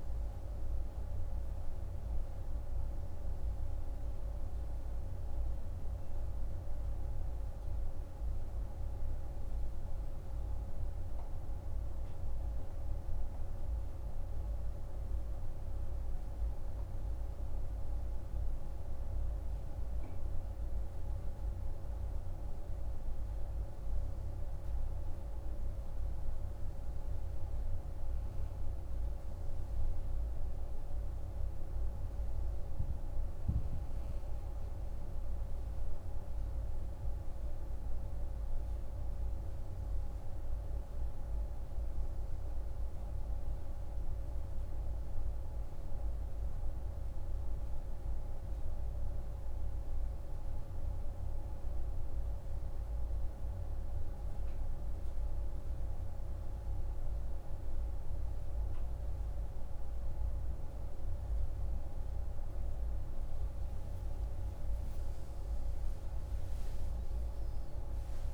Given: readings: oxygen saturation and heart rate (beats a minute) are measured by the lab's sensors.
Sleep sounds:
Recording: breathing in sleep, hard to hear, by a room microphone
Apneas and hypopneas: none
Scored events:
62.50-66.50 s: arousal
From the record:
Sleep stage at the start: N2 (light sleep)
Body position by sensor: on the right side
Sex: male

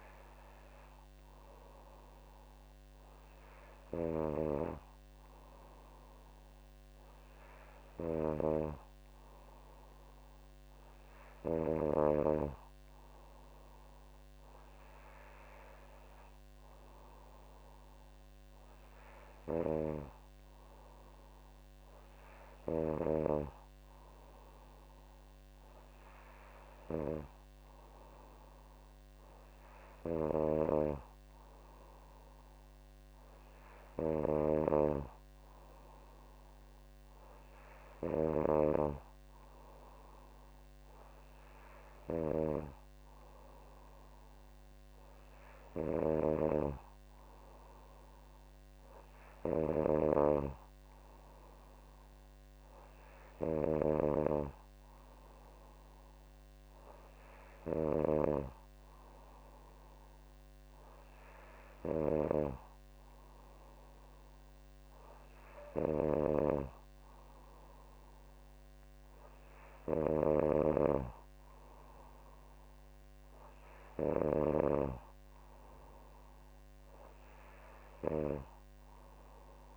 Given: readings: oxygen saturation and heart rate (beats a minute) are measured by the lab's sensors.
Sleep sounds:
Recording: breathing in sleep by a microphone on the trachea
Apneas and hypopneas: none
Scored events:
none scored
From the record:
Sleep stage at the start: N2 (light sleep)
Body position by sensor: on the back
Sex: female

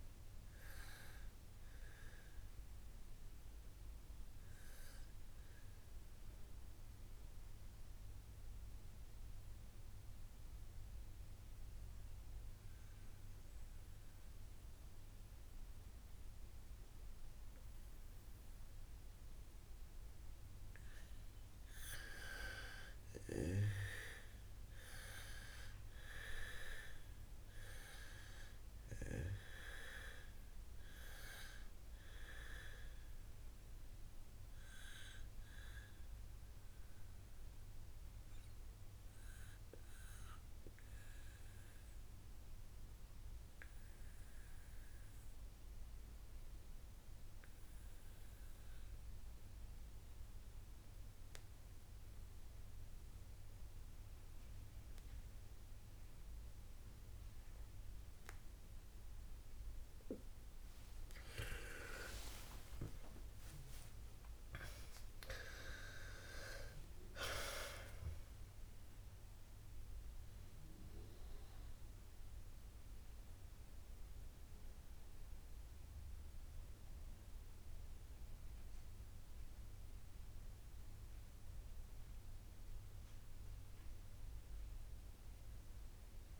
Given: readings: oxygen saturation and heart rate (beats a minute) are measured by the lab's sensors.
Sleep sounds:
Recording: breathing in sleep by a room microphone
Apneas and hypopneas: 2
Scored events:
0.00-10.50 s: oxygen desaturation (device-marked, oxygen 91% lowest, heart rate 50 extreme)
5.00-22.00 s: obstructive apnea (oxygen 98% before, 91% lowest, heart rate 68 before, 48 extreme, up 13 after)
23.50-27.50 s: arousal
29.50-48.50 s: oxygen desaturation (device-marked, oxygen 98% before, 94% lowest, heart rate 54 before, 48 extreme)
34.50-60.50 s: obstructive apnea (oxygen 98% before, 91% lowest, heart rate 58 before, 49 extreme)
61.50-86.40 s: oxygen desaturation (device-marked, oxygen 98% before, 91% lowest, heart rate 53 before, 57 extreme)
63.00-68.00 s: arousal
From the record:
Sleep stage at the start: N2 (light sleep)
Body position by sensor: on the back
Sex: female

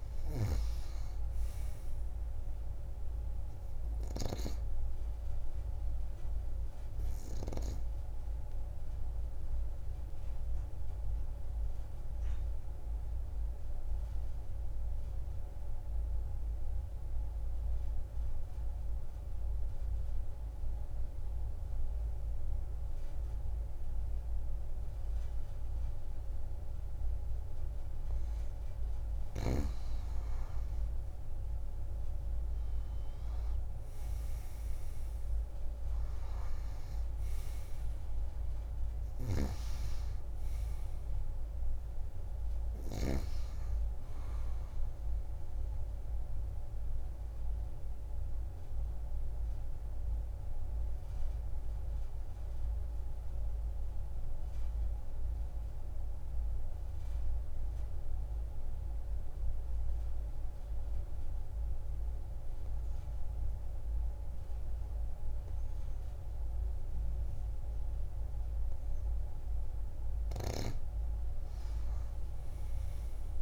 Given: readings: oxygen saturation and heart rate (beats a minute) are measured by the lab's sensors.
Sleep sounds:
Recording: breathing in sleep, hard to hear, by a room microphone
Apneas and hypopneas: 2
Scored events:
0.00-19.50 s: oxygen desaturation (device-marked, oxygen 90% lowest)
7.50-28.00 s: obstructive apnea (oxygen 98% before, 88% lowest)
30.50-35.00 s: arousal
31.50-62.50 s: oxygen desaturation (device-marked, oxygen 97% before, 88% lowest)
45.00-69.00 s: obstructive apnea (oxygen 97% before, 88% lowest)
71.50-73.42 s: arousal
From the record:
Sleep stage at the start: N2 (light sleep)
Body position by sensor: on the back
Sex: female

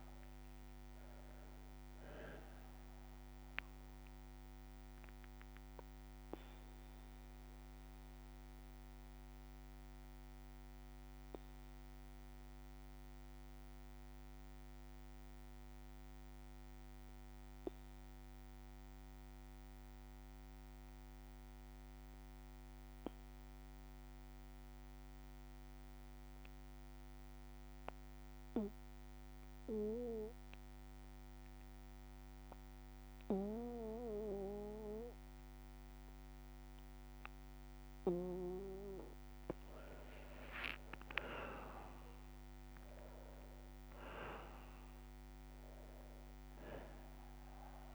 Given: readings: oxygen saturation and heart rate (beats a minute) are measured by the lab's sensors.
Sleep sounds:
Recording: breathing in sleep by a microphone on the trachea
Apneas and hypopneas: 1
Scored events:
0.00-22.50 s: oxygen desaturation (device-marked, oxygen 93% lowest, heart rate 54 extreme)
5.00-37.50 s: obstructive apnea (oxygen 99% before, 92% lowest, heart rate 61 before, 54 extreme, up 5 after)
5.50-29.50 s: bradycardia (device-marked, heart rate 60 before, 54 extreme)
30.50-32.50 s: bradycardia (device-marked, heart rate 60 before, 59 extreme)
38.50-47.95 s: oxygen desaturation (device-marked, oxygen 98% before, 92% lowest, heart rate 58 before, 56 extreme)
39.50-43.50 s: arousal
From the record:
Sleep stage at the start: N2 (light sleep)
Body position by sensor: on the back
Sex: male

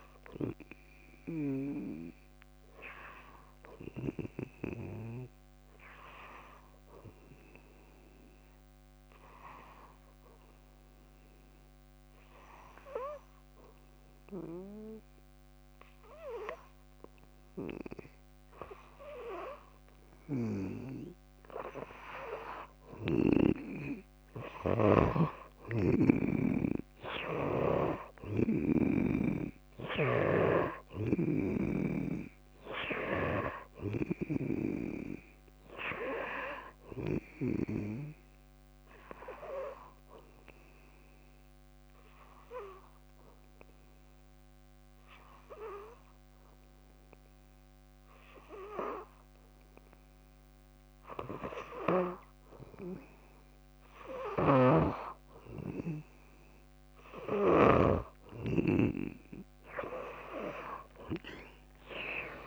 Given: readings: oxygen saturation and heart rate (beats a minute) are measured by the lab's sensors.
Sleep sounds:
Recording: breathing in sleep by a microphone on the trachea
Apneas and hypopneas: 2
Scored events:
0.00-9.00 s: oxygen desaturation (device-marked, oxygen 78% lowest, heart rate 55 extreme)
7.00-10.00 s: drop in pulse transit time (device-marked, heart rate 62 before, 56 extreme)
7.00-19.00 s: obstructive apnea (oxygen 96% before, 89% lowest, heart rate 62 before, 56 extreme, up 6 after)
22.00-26.00 s: arousal
24.00-47.00 s: oxygen desaturation (device-marked, oxygen 96% before, 89% lowest, heart rate 58 before, 56 extreme)
25.50-29.00 s: snoring (device-marked)
31.00-37.50 s: snoring (device-marked)
40.00-51.50 s: obstructive apnea (oxygen 96% before, 82% lowest, heart rate 61 before, 56 extreme, up 3 after)
54.50-58.00 s: snoring (device-marked)
58.00-62.46 s: oxygen desaturation (device-marked, oxygen 96% before, 90% lowest, heart rate 60 before, 55 extreme)
60.00-62.46 s: drop in pulse transit time (device-marked, heart rate 60 before, 62 extreme)
From the record:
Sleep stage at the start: N2 (light sleep)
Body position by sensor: on the back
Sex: female

